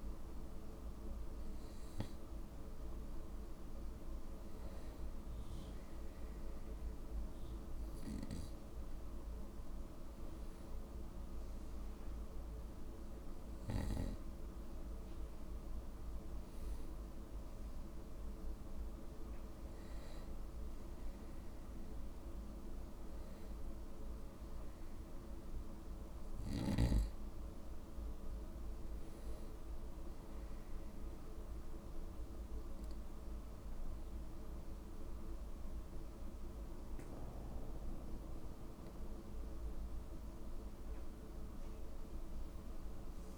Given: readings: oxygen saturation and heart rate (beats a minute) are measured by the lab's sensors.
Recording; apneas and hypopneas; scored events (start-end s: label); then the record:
breathing in sleep, hard to hear, by a room microphone; none
none scored
From the record:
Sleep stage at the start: N2 (light sleep); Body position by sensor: on the right side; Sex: male